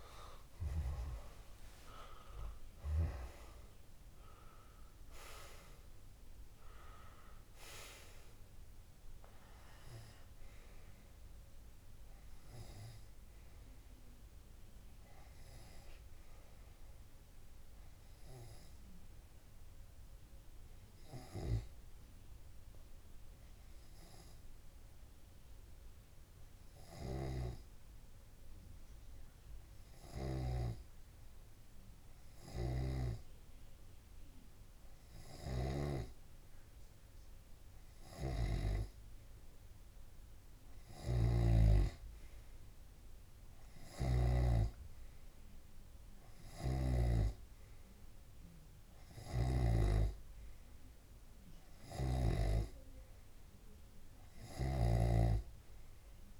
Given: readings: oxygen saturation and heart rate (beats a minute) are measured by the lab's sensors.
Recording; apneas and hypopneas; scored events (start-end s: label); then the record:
breathing in sleep by a room microphone; 1
0.00-19.50 s: oxygen desaturation (device-marked, oxygen 93% lowest)
0.50-3.50 s: arousal
9.50-11.50 s: long interval between heartbeats (device-marked)
20.00-22.00 s: long interval between heartbeats (device-marked)
20.00-39.00 s: hypopnea (oxygen 97% before, 93% lowest)
20.50-37.50 s: tachycardia (device-marked)
23.50-25.50 s: long interval between heartbeats (device-marked)
26.00-28.00 s: long interval between heartbeats (device-marked, heart rate 39 before, 142 extreme)
29.00-31.00 s: long interval between heartbeats (device-marked, heart rate 58 before, 155 extreme)
31.50-33.50 s: long interval between heartbeats (device-marked, heart rate 79 before, 142 extreme)
35.50-37.50 s: long interval between heartbeats (device-marked, heart rate 103 before, 145 extreme)
39.50-41.50 s: long interval between heartbeats (device-marked, heart rate 129 before, 94 extreme)
41.50-43.50 s: long interval between heartbeats (device-marked, heart rate 135 before, 66 extreme)
41.50-45.00 s: snoring (device-marked)
43.00-46.00 s: arousal
46.00-48.00 s: long interval between heartbeats (device-marked, heart rate 129 before, 46 extreme)
47.00-50.50 s: snoring (device-marked)
55.00-56.40 s: snoring (device-marked)
From the record:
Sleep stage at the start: N2 (light sleep); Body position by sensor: on the left side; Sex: male